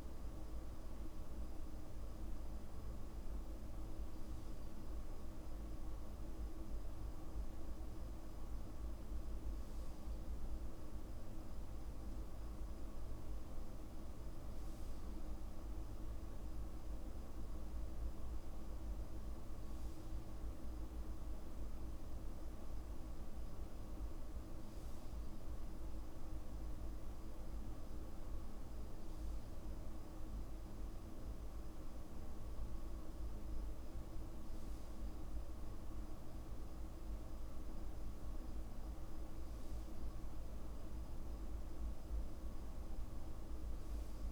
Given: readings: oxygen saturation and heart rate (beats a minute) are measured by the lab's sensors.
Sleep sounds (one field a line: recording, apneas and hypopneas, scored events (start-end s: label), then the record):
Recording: breathing in sleep, hard to hear, by a room microphone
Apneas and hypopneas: none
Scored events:
none scored
From the record:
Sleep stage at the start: N2 (light sleep)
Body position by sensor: on the back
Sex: male